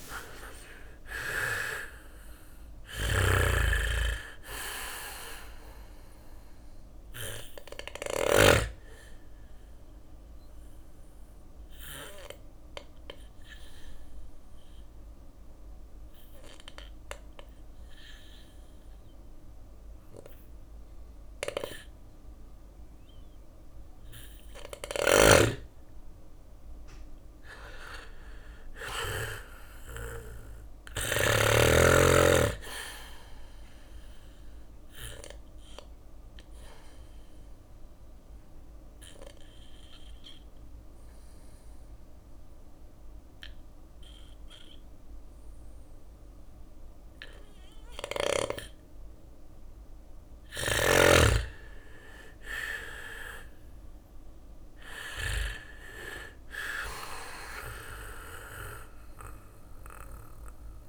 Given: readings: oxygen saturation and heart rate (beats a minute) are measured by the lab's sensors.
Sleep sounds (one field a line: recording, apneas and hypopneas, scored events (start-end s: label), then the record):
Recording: breathing in sleep by a room microphone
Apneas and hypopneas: 2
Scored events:
0.00-7.50 s: drop in pulse transit time (device-marked, heart rate 58 extreme)
0.00-7.50 s: snoring (device-marked)
3.50-25.50 s: bradycardia (device-marked, heart rate 60 before, 56 extreme)
4.50-22.50 s: oxygen desaturation (device-marked, oxygen 97% before, 91% lowest, heart rate 61 before, 56 extreme)
8.50-22.00 s: obstructive apnea (oxygen 98% before, 91% lowest, heart rate 61 before, 56 extreme, up 4 after)
25.00-28.00 s: arousal
31.50-47.50 s: bradycardia (device-marked, heart rate 60 before, 57 extreme)
34.50-48.50 s: oxygen desaturation (device-marked, oxygen 99% before, 93% lowest, heart rate 59 before, 56 extreme)
35.00-48.50 s: obstructive apnea (oxygen 99% before, 92% lowest, heart rate 59 before, 56 extreme, up 9 after)
50.50-55.00 s: arousal
52.50-60.89 s: drop in pulse transit time (device-marked, heart rate 59 before, 57 extreme)
58.50-60.89 s: bradycardia (device-marked, heart rate 60 before, 56 extreme)
From the record:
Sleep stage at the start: N2 (light sleep)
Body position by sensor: on the back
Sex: male